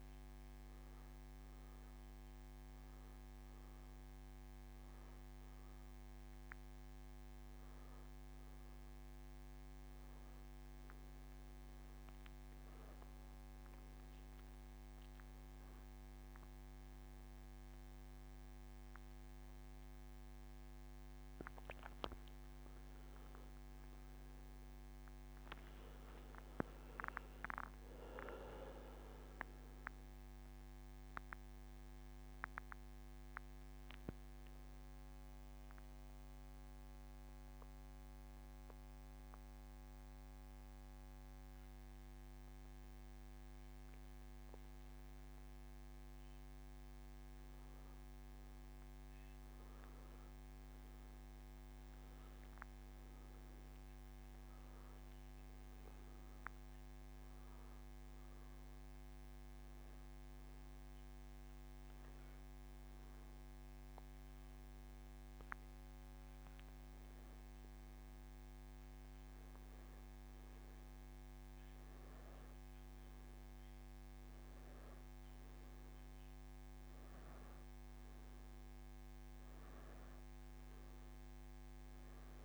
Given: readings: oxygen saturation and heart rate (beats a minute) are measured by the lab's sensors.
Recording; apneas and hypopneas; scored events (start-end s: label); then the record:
breathing in sleep by a microphone on the trachea; 1
35.50-48.00 s: hypopnea (oxygen 96% before, 93% lowest, heart rate 93 before, 78 extreme, up 11 after)
49.50-52.50 s: arousal
57.00-70.00 s: oxygen desaturation (device-marked, oxygen 98% before, 93% lowest, heart rate 85 before, 85 extreme)
From the record:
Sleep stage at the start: N2 (light sleep); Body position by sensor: on the back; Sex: male